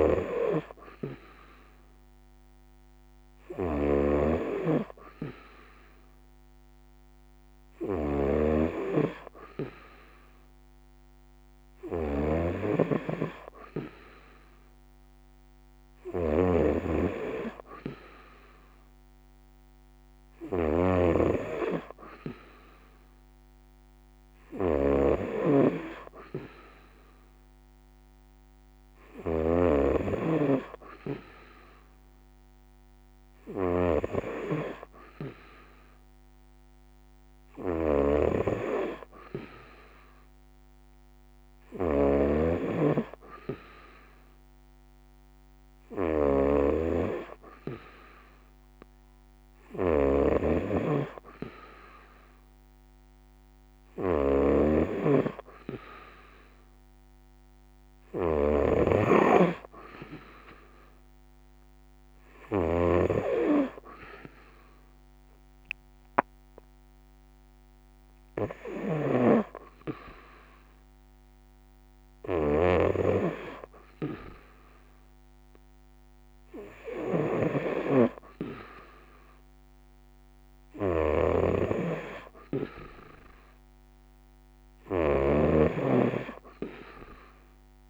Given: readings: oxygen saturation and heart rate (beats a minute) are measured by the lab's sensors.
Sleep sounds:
breathing in sleep by a microphone on the trachea; none
0.00-62.00 s: snoring (device-marked)
68.00-87.90 s: snoring (device-marked)
From the record:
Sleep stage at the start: N3 (deep sleep); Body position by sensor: on the right side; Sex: female

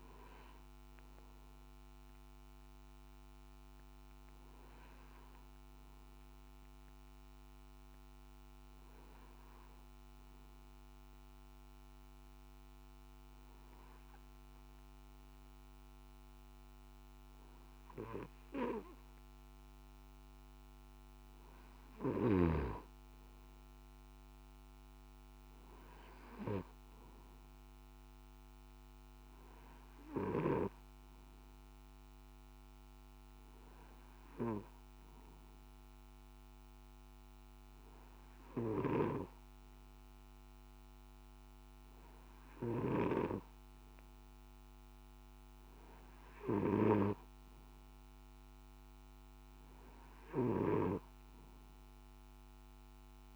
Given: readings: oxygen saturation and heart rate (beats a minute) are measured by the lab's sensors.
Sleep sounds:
breathing in sleep by a microphone on the trachea; 1
0.00-15.00 s: oxygen desaturation (device-marked, oxygen 91% lowest, heart rate 57 extreme)
7.00-21.00 s: hypopnea (oxygen 96% before, 91% lowest, heart rate 69 before, 57 extreme, up 1 after)
23.00-26.00 s: arousal
29.00-43.00 s: oxygen desaturation (device-marked, oxygen 97% before, 93% lowest, heart rate 59 before, 58 extreme)
From the record:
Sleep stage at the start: N2 (light sleep); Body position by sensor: on the back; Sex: male

